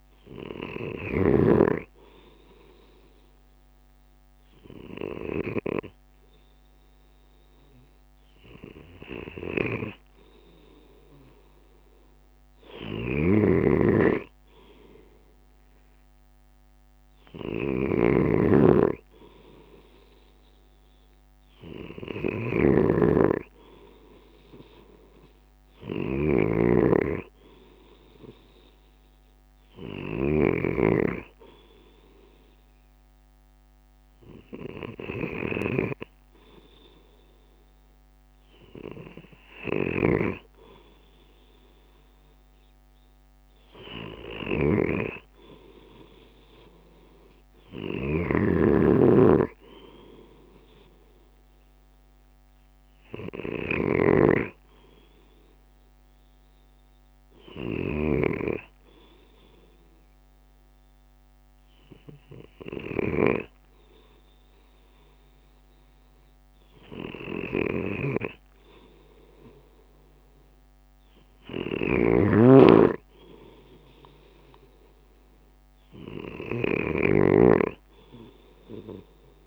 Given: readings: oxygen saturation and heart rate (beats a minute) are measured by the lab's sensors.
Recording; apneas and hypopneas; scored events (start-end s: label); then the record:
breathing in sleep by a microphone on the trachea; none
52.50-61.50 s: drop in pulse transit time (device-marked, heart rate 57 before, 56 extreme)
73.50-79.47 s: drop in pulse transit time (device-marked, heart rate 56 before, 53 extreme)
From the record:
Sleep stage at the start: N2 (light sleep); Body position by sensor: on the left side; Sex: male